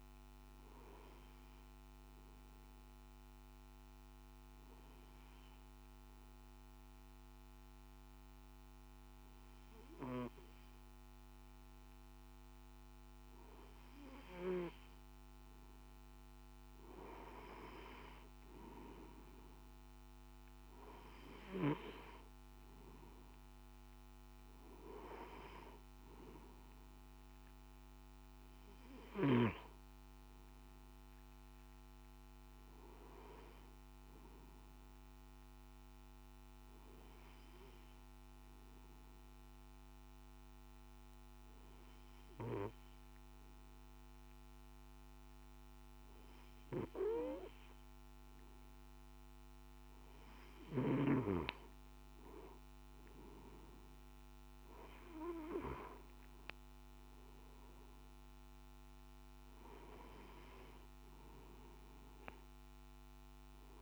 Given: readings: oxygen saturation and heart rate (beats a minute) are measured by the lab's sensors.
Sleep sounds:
breathing in sleep by a microphone on the trachea; 2
3.50-16.00 s: obstructive apnea (oxygen 96% before, 93% lowest, heart rate 55 before, 52 extreme, up 3 after)
23.50-37.50 s: oxygen desaturation (device-marked, oxygen 96% before, 93% lowest, heart rate 54 before, 52 extreme)
38.00-50.50 s: obstructive apnea (oxygen 96% before, 94% lowest, heart rate 53 before, 51 extreme, up 4 after)
From the record:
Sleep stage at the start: N3 (deep sleep); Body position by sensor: on the back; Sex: male

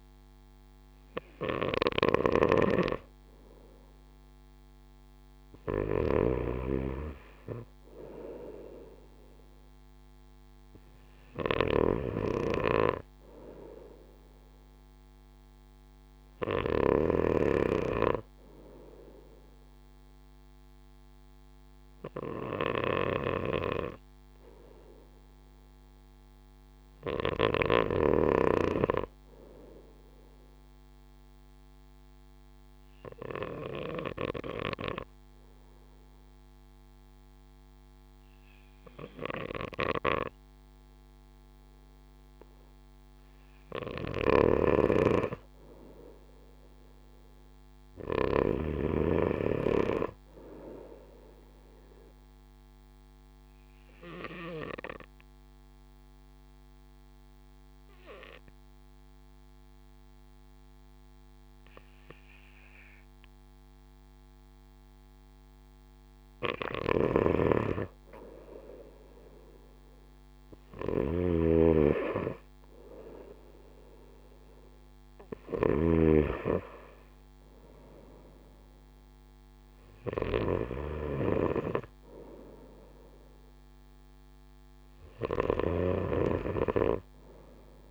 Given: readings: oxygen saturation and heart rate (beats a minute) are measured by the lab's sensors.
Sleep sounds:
breathing in sleep by a microphone on the trachea; 2
2.00-17.00 s: snoring (device-marked)
22.50-26.50 s: arousal
31.00-44.00 s: obstructive apnea (oxygen 96% before, 94% lowest)
44.00-47.50 s: arousal
44.00-48.50 s: snoring (device-marked)
54.00-66.50 s: obstructive apnea (oxygen 96% before, 94% lowest)
67.00-86.50 s: snoring (device-marked)
69.50-73.00 s: arousal
From the record:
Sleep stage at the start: N2 (light sleep); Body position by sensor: on the right side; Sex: male

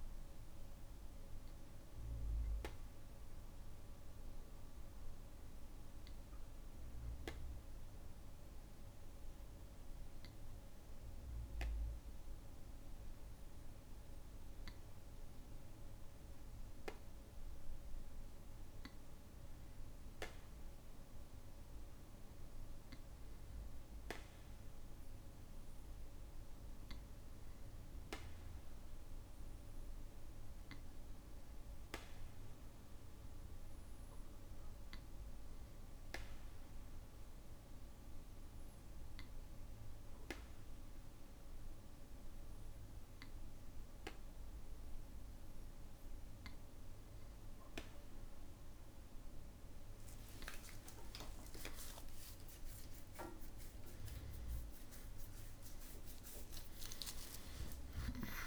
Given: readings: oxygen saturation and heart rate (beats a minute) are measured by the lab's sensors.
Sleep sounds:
breathing in sleep by a room microphone; 2
1.50-15.50 s: obstructive apnea (oxygen 99% before, 96% lowest, heart rate 94 before, 56 extreme, up 4 after)
17.00-20.50 s: arousal
34.00-47.50 s: obstructive apnea (oxygen 98% before, 96% lowest, heart rate 58 before, 54 extreme)
48.50-58.47 s: tachycardia (device-marked, heart rate 62 before, 187 extreme)
50.00-52.00 s: long interval between heartbeats (device-marked, heart rate 57 before, 72 extreme)
51.50-56.50 s: arousal
55.50-57.50 s: long interval between heartbeats (device-marked, heart rate 76 before, 175 extreme)
From the record:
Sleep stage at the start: N2 (light sleep); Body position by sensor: on the back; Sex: male

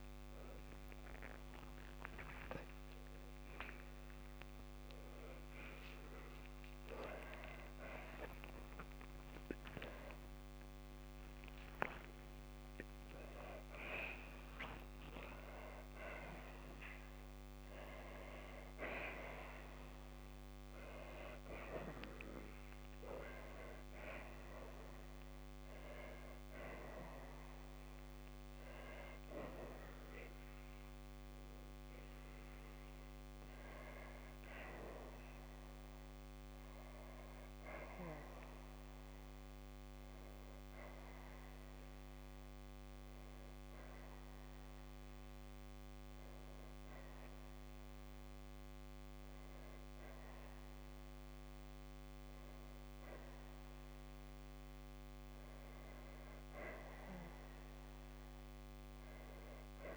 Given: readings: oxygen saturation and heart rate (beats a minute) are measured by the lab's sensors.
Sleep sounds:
a person awake in a sleep study, by a microphone on the trachea; 1
0.00-1.50 s: long interval between heartbeats (device-marked, heart rate 79 extreme)
7.50-9.50 s: long interval between heartbeats (device-marked)
21.50-26.50 s: oxygen desaturation (device-marked, oxygen 95% before, 91% lowest, heart rate 52 before, 52 extreme)
36.50-59.97 s: new sleep stage, N2 (light sleep)
39.50-53.00 s: hypopnea (oxygen 97% before, 96% lowest, heart rate 74 before, 52 extreme, up 3 after)
55.50-59.00 s: arousal
From the record:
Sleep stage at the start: awake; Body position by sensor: on the back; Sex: female

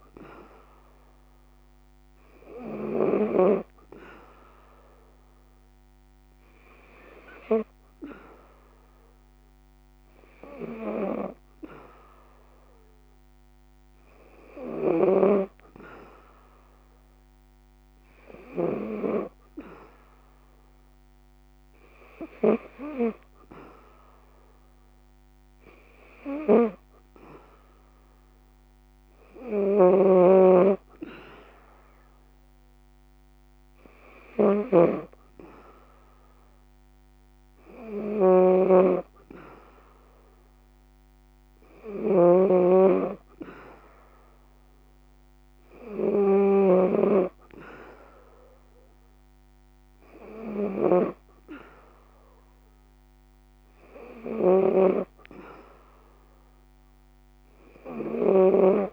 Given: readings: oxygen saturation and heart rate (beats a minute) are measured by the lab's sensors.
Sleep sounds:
breathing in sleep by a microphone on the trachea; none
0.00-2.50 s: snoring (device-marked)
14.00-18.00 s: snoring (device-marked)
28.50-58.93 s: snoring (device-marked)
From the record:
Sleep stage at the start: N3 (deep sleep); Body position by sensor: on the back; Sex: female

